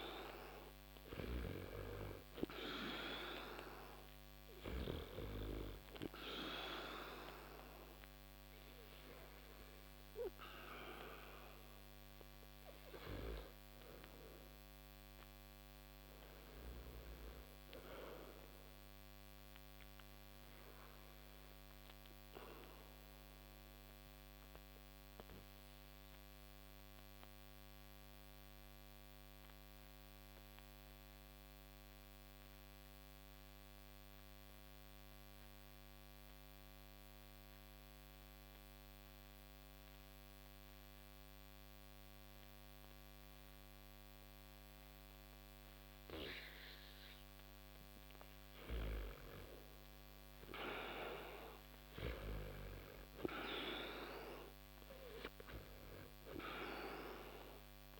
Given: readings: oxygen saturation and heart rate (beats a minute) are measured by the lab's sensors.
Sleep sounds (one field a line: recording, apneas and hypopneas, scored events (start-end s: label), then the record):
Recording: breathing in sleep by a microphone on the trachea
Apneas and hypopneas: 1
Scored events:
7.50-25.50 s: oxygen desaturation (device-marked, oxygen 93% before, 81% lowest)
19.00-45.50 s: obstructive apnea (oxygen 94% before, 77% lowest)
48.00-51.00 s: arousal
52.50-58.00 s: oxygen desaturation (device-marked, oxygen 95% before, 77% lowest)
From the record:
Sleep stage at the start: REM sleep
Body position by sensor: on the back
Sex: male